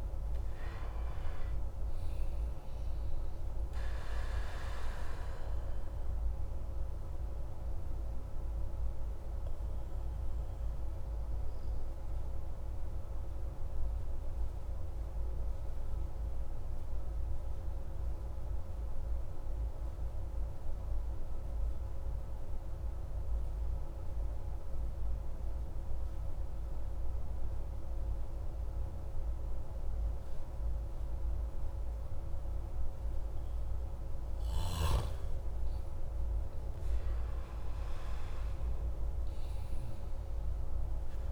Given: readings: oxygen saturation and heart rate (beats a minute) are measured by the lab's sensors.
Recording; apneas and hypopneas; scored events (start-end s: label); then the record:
breathing in sleep, hard to hear, by a room microphone; 1
0.00-1.50 s: arousal
0.00-30.00 s: oxygen desaturation (device-marked, oxygen 91% lowest)
4.00-32.50 s: obstructive apnea (oxygen 98% before, 91% lowest)
34.00-38.50 s: arousal
From the record:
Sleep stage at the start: REM sleep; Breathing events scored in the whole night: 249 in 4.6 hours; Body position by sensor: on the back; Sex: male